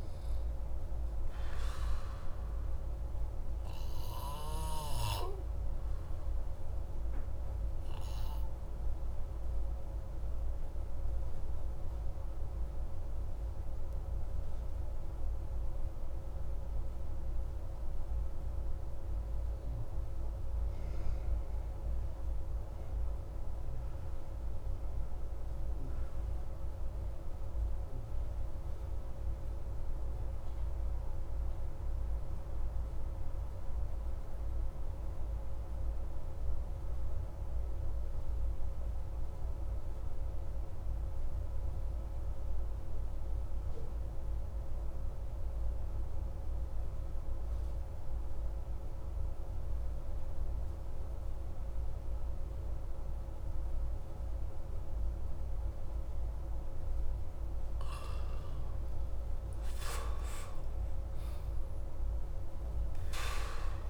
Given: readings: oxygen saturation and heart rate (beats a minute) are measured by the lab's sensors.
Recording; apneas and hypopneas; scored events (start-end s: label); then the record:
breathing in sleep, hard to hear, by a room microphone; 1
3.00-57.00 s: obstructive apnea (oxygen 96% before, 88% lowest)
48.50-63.90 s: oxygen desaturation (device-marked, oxygen 97% before, 88% lowest)
59.00-63.50 s: arousal
From the record:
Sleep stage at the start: N2 (light sleep); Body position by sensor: on the back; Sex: male